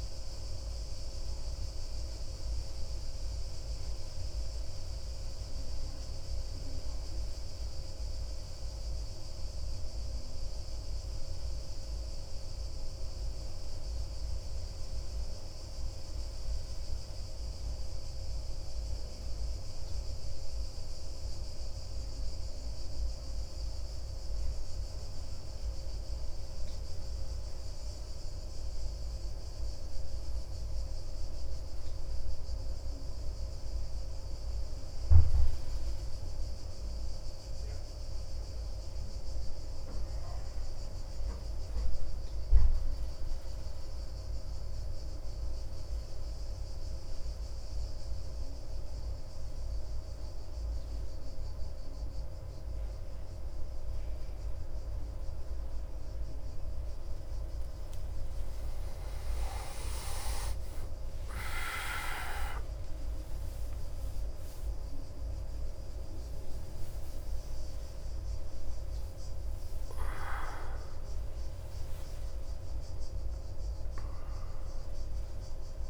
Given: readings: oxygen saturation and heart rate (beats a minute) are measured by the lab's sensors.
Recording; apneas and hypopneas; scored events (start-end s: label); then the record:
breathing in sleep, hard to hear, by a room microphone; none
60.00-75.90 s: new sleep stage, awake
From the record:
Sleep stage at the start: N2 (light sleep); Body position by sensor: on the back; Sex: male